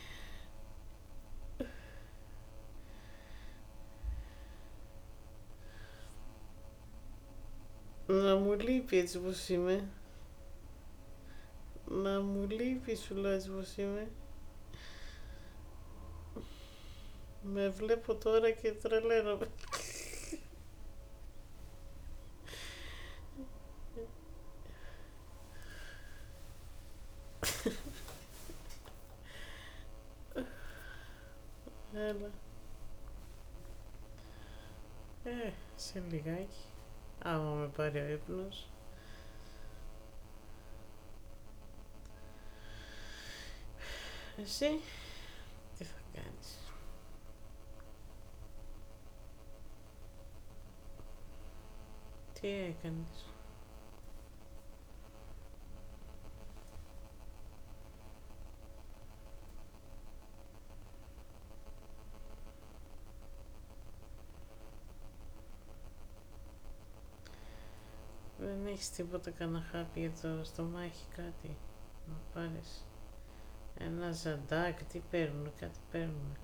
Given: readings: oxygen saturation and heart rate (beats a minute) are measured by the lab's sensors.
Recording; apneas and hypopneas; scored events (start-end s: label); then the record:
a person awake in a sleep study, by a room microphone; none
7.50-18.00 s: snoring (device-marked)
52.00-76.44 s: new sleep stage, N2 (light sleep)
68.50-74.00 s: snoring (device-marked)
From the record:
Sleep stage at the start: awake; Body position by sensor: on the back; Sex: female